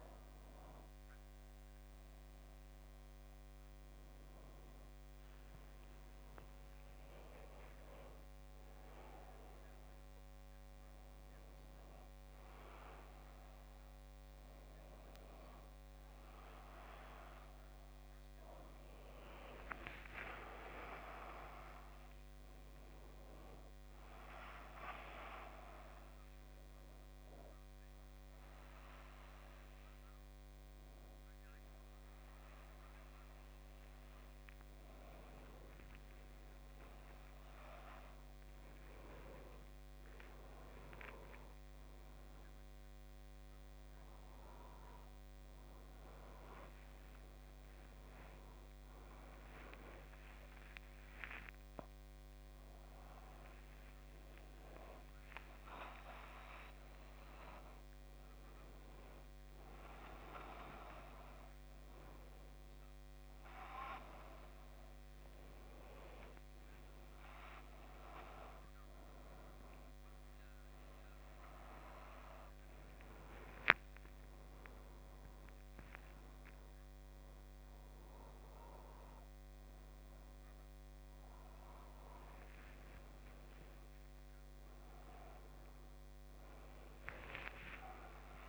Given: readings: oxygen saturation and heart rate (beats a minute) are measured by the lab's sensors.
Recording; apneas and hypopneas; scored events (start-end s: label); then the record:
a person awake in a sleep study, by a microphone on the trachea; none
6.50-8.50 s: long interval between heartbeats (device-marked, heart rate 80 before, 78 extreme)
8.50-10.50 s: long interval between heartbeats (device-marked, heart rate 77 before, 106 extreme)
18.00-33.00 s: oxygen desaturation (device-marked, oxygen 97% before, 93% lowest, heart rate 81 before, 66 extreme)
67.00-69.00 s: long interval between heartbeats (device-marked, heart rate 68 before, 79 extreme)
74.50-76.50 s: long interval between heartbeats (device-marked, heart rate 72 before, 79 extreme)
84.50-86.50 s: long interval between heartbeats (device-marked, heart rate 75 before, 75 extreme)
From the record:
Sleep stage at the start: awake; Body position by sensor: on the back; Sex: male